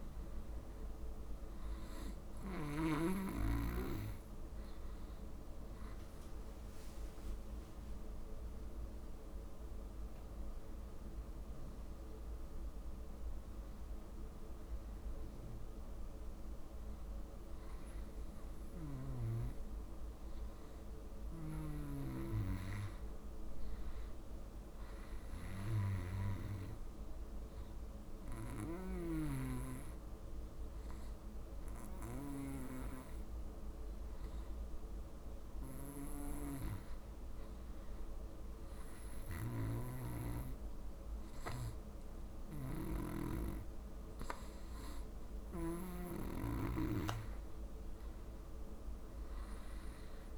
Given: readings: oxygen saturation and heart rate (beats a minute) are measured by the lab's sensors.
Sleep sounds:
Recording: breathing in sleep by a room microphone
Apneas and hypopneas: 1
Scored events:
17.00-21.00 s: arousal
25.00-36.50 s: obstructive apnea (oxygen 95% before, 92% lowest)
38.50-41.00 s: arousal
From the record:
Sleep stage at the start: N2 (light sleep)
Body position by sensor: on the back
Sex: male

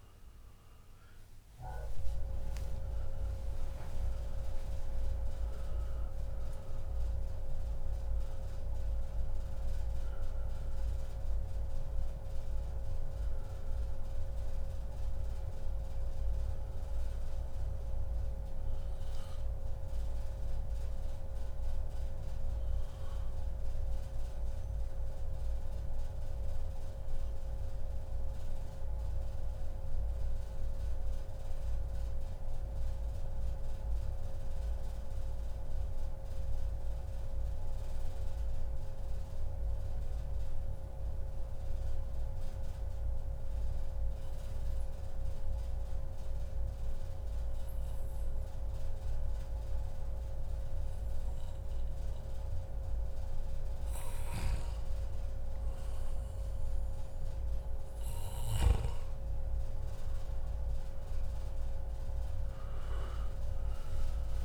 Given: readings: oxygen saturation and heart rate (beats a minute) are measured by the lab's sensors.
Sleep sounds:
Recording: breathing in sleep, hard to hear, by a room microphone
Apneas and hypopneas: 1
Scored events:
0.00-2.00 s: arousal
9.50-25.50 s: oxygen desaturation (device-marked, oxygen 95% before, 90% lowest, heart rate 133 before, 142 extreme)
20.00-54.00 s: mixed apnea (oxygen 96% before, 90% lowest, heart rate 140 before, 114 extreme, up 20 after)
53.50-64.45 s: oxygen desaturation (device-marked, oxygen 98% before, 94% lowest, heart rate 143 before, 107 extreme)
58.50-63.00 s: arousal
From the record:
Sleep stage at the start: REM sleep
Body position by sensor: on the back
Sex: male

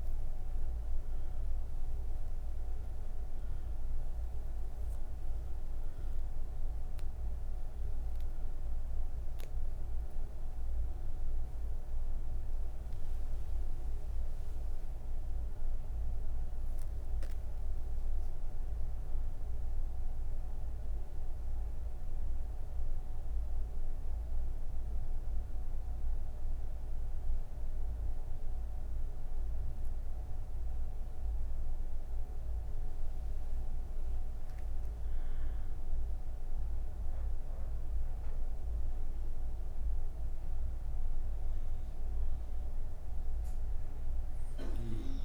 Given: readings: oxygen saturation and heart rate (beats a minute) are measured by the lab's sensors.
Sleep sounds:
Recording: breathing in sleep, hard to hear, by a room microphone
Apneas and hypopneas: 1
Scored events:
23.00-34.00 s: obstructive apnea (oxygen 97% before, 95% lowest)
From the record:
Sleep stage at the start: N3 (deep sleep)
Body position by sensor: on the right side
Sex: female

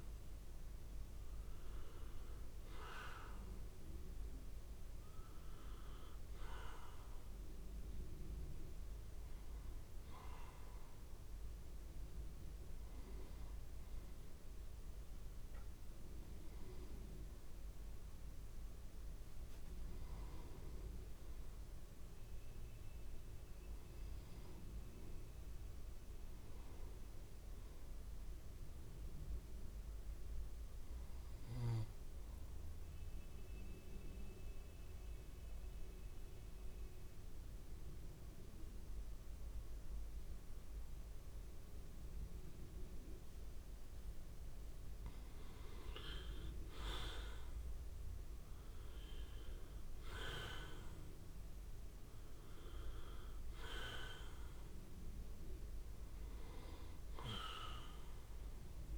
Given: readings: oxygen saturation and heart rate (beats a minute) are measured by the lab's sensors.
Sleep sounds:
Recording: breathing in sleep by a room microphone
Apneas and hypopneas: 1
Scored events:
0.00-17.50 s: oxygen desaturation (device-marked, oxygen 86% lowest, heart rate 55 extreme)
25.50-29.00 s: arousal
32.50-44.50 s: mixed apnea (oxygen 97% before, 89% lowest, heart rate 66 before, 55 extreme, up 8 after)
38.50-58.98 s: oxygen desaturation (device-marked, oxygen 97% before, 90% lowest, heart rate 66 before, 55 extreme)
47.50-51.50 s: arousal
From the record:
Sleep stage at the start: N2 (light sleep)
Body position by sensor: on the back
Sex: male

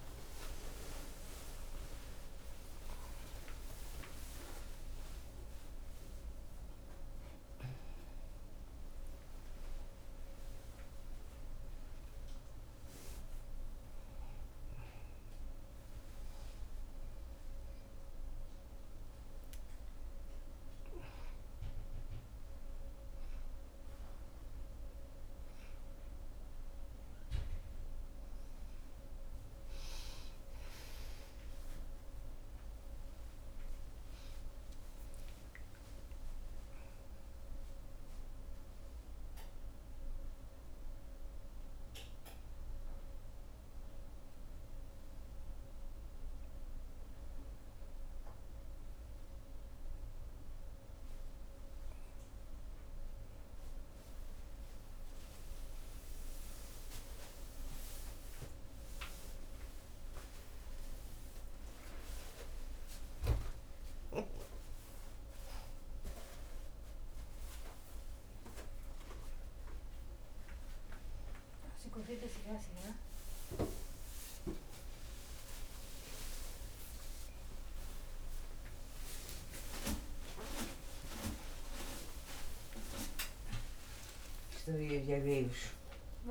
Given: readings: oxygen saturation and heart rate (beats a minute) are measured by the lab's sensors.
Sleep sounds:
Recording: a person awake in a sleep study, by a room microphone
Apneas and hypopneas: none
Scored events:
85.00-86.31 s: oxygen desaturation (device-marked, oxygen 93% before, 89% lowest, heart rate 118 before, 38 extreme)
From the record:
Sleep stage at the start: awake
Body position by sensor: on the right side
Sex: female

